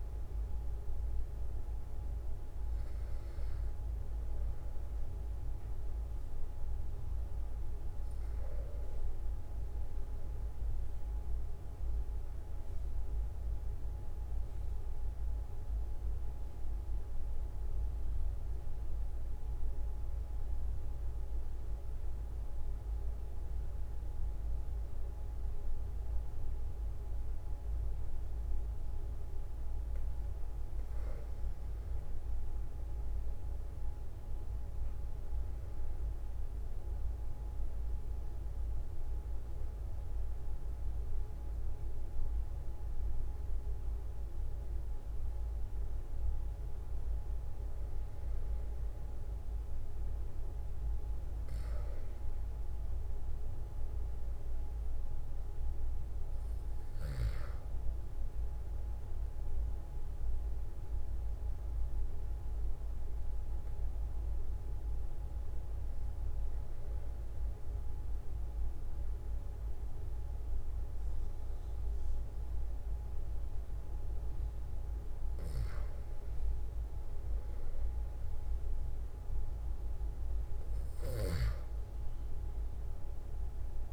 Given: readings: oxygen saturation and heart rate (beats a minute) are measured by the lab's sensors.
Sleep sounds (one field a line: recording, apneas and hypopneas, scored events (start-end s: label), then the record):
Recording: breathing in sleep, hard to hear, by a room microphone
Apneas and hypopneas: 2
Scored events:
11.00-30.50 s: mixed apnea (oxygen 96% before, 94% lowest, heart rate 45 before, 44 extreme, up 3 after)
33.00-37.50 s: arousal
58.00-75.00 s: hypopnea (oxygen 96% before, 93% lowest, heart rate 46 before, 44 extreme, up 1 after)
78.50-83.50 s: arousal
From the record:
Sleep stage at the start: N2 (light sleep)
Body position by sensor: on the back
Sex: male